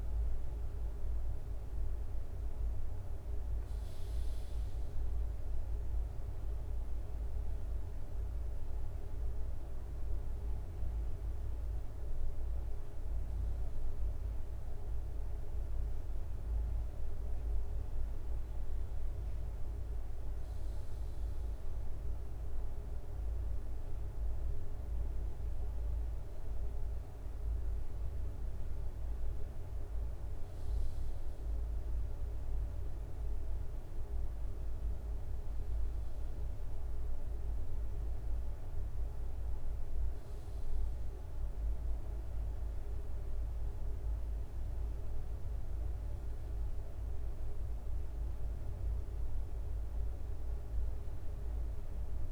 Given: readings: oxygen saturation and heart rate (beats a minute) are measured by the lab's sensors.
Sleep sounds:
a person awake in a sleep study, hard to hear, by a room microphone; none
30.00-52.32 s: new sleep stage, N1 (lightest sleep)
From the record:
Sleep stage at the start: awake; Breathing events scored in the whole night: 167 in 4.0 hours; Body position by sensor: on the back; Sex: male

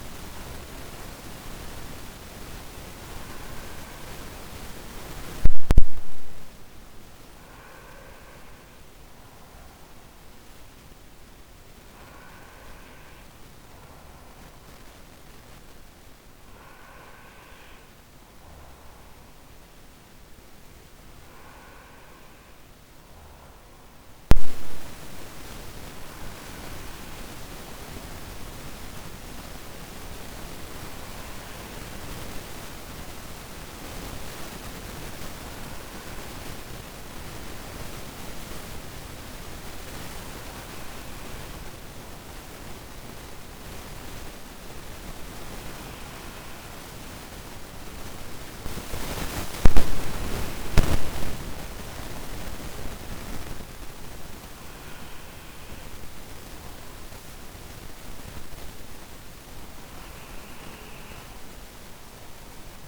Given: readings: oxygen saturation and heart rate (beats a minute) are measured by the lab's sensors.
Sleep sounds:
breathing in sleep by a microphone on the trachea; none
none scored
From the record:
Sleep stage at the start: N1 (lightest sleep); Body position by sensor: on the right side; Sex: male

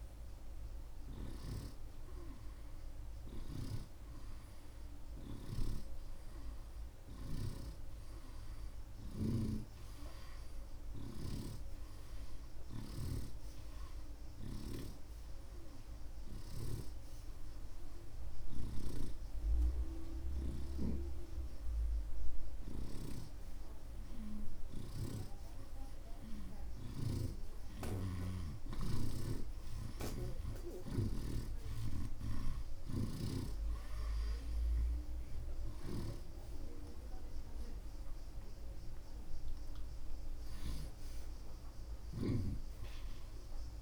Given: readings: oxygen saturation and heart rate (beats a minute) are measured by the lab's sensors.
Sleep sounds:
breathing in sleep by a room microphone; none
0.00-8.50 s: oxygen desaturation (device-marked, oxygen 84% lowest)
5.00-23.00 s: snoring (device-marked)
25.00-28.50 s: snoring (device-marked)
37.50-41.00 s: arousal
From the record:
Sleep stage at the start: N2 (light sleep); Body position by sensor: on the right side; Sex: male

